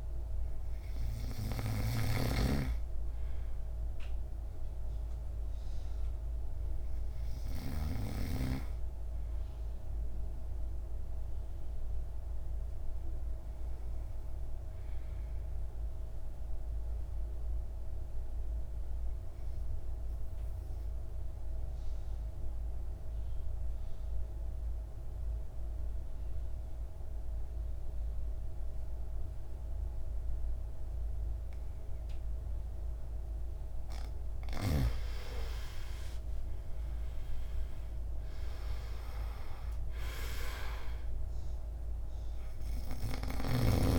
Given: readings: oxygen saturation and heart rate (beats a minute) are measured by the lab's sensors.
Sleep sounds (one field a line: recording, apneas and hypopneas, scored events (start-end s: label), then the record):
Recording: breathing in sleep by a room microphone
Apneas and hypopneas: 1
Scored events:
0.00-26.00 s: oxygen desaturation (device-marked, oxygen 85% lowest, heart rate 54 extreme)
15.50-33.50 s: obstructive apnea (oxygen 99% before, 85% lowest, heart rate 60 before, 51 extreme, up 10 after)
35.00-38.00 s: arousal
36.00-43.99 s: oxygen desaturation (device-marked, oxygen 99% before, 85% lowest, heart rate 58 before, 51 extreme)
From the record:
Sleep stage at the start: N2 (light sleep)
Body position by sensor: on the back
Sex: male